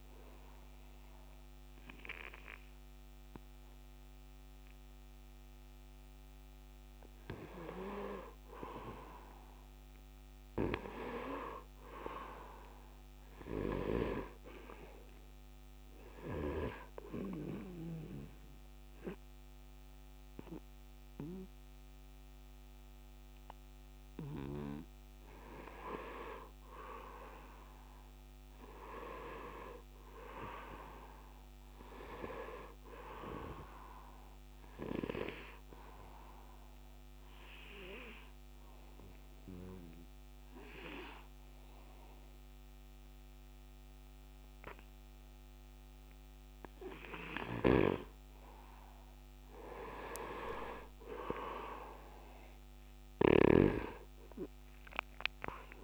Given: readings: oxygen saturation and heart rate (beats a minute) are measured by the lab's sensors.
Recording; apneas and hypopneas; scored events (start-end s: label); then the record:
breathing in sleep by a microphone on the trachea; 2
0.00-10.00 s: oxygen desaturation (device-marked, oxygen 91% lowest, heart rate 75 extreme)
14.00-25.50 s: obstructive apnea (oxygen 97% before, 87% lowest, heart rate 78 before, 76 extreme, up 13 after)
17.00-28.00 s: oxygen desaturation (device-marked, oxygen 96% before, 90% lowest, heart rate 78 before, 76 extreme)
27.50-31.00 s: arousal
35.00-47.00 s: oxygen desaturation (device-marked, oxygen 96% before, 91% lowest, heart rate 82 before, 74 extreme)
37.50-48.00 s: hypopnea (oxygen 96% before, 86% lowest, heart rate 82 before, 74 extreme, up 6 after)
47.50-53.50 s: snoring (device-marked)
49.50-53.00 s: arousal
53.00-55.84 s: oxygen desaturation (device-marked, oxygen 97% before, 87% lowest, heart rate 79 before, 74 extreme)
From the record:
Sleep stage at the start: N2 (light sleep); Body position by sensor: on the right side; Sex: male